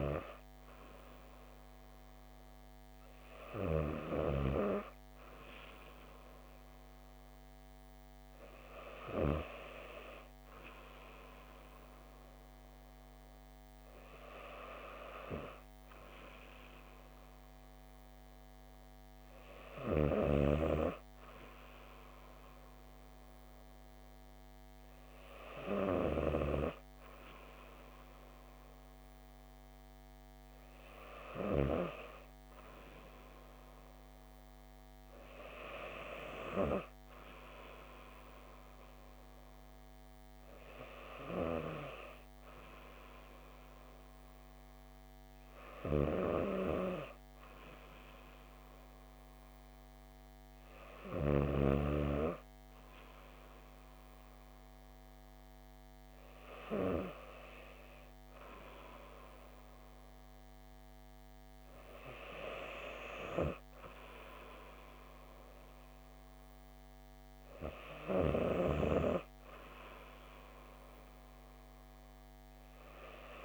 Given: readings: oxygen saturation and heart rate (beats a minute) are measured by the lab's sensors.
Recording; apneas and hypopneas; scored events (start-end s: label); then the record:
breathing in sleep by a microphone on the trachea; none
none scored
From the record:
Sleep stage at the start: N2 (light sleep); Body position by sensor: on the back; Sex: female